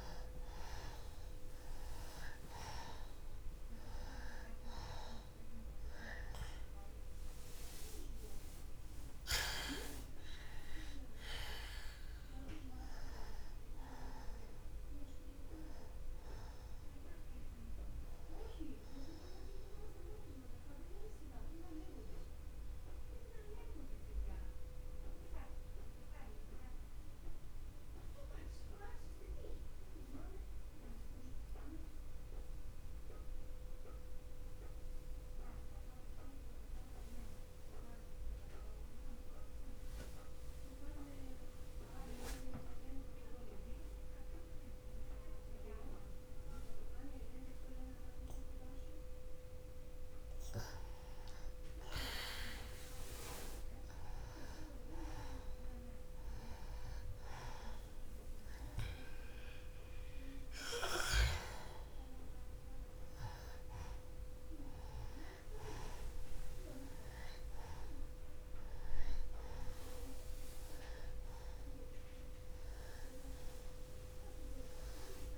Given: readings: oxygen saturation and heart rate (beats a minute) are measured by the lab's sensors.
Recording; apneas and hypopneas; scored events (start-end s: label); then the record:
breathing in sleep by a room microphone; 1
4.00-37.00 s: oxygen desaturation (device-marked, oxygen 95% before, 85% lowest, heart rate 62 before, 61 extreme)
23.50-50.50 s: mixed apnea (oxygen 95% before, 85% lowest, heart rate 62 before, 61 extreme, up 1 after)
52.00-56.50 s: arousal
54.00-75.38 s: oxygen desaturation (device-marked, oxygen 97% before, 85% lowest, heart rate 62 before, 61 extreme)
From the record:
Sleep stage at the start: N2 (light sleep); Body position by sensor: on the back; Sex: male